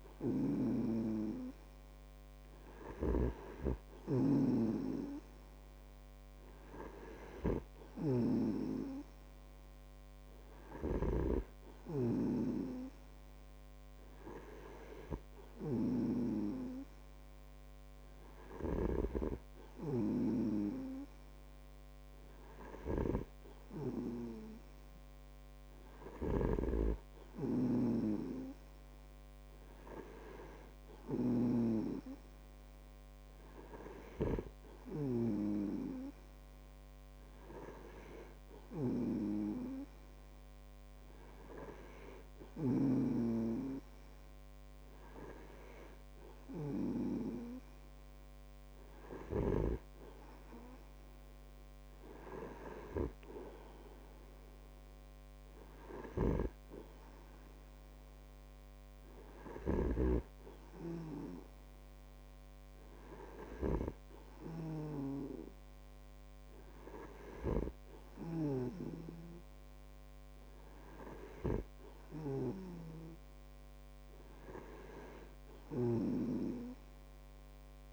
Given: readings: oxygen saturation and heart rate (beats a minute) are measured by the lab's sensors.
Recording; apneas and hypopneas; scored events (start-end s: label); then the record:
breathing in sleep by a microphone on the trachea; none
3.50-12.00 s: snoring (device-marked)
26.50-32.00 s: snoring (device-marked)
56.50-64.50 s: snoring (device-marked)
From the record:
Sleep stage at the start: N2 (light sleep); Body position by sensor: on the back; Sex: male